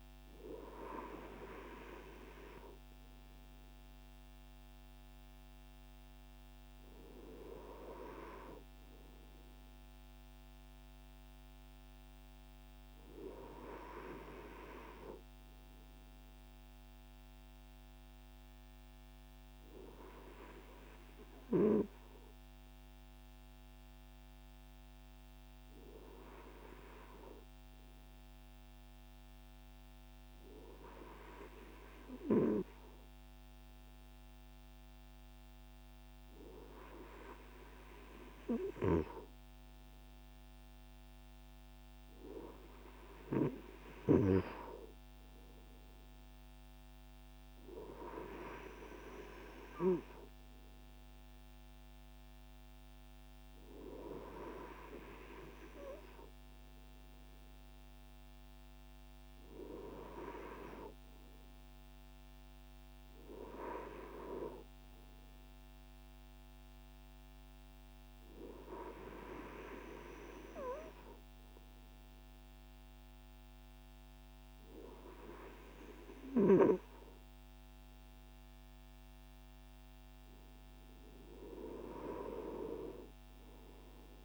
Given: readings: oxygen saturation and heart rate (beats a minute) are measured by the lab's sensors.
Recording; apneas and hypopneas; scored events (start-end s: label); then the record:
breathing in sleep by a microphone on the trachea; 1
17.00-37.00 s: hypopnea (oxygen 98% before, 96% lowest, heart rate 63 before, 60 extreme, up 5 after)
39.50-43.00 s: arousal
From the record:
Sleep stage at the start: N2 (light sleep); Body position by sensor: on the front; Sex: male